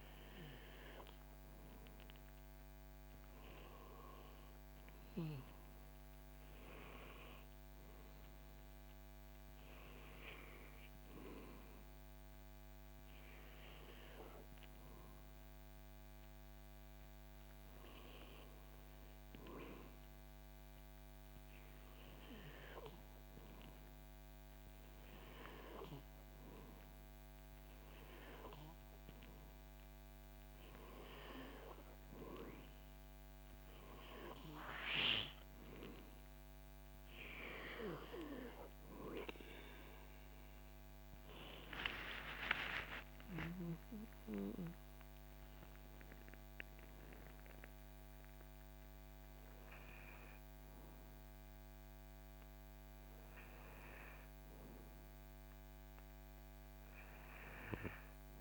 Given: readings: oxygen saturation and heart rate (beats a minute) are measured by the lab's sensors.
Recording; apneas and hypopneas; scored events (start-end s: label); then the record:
breathing in sleep by a microphone on the trachea; none
40.50-44.50 s: arousal
From the record:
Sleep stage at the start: N2 (light sleep); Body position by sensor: on the back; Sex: male